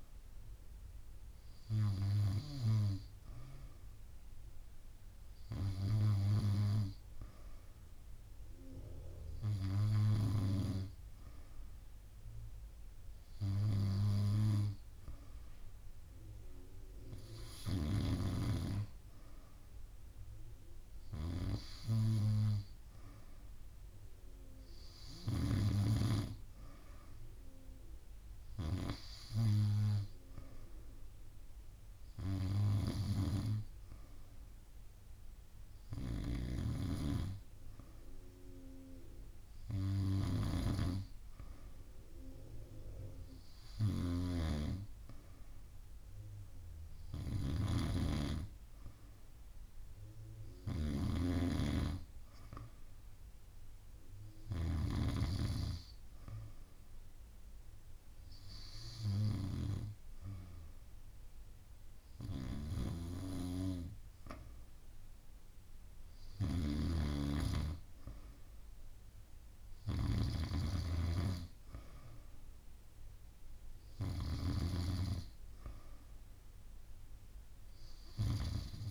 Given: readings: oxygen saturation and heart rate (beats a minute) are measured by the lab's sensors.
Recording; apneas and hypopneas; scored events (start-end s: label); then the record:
breathing in sleep by a room microphone; none
76.50-78.91 s: arousal
From the record:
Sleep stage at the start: N2 (light sleep); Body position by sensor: on the back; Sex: female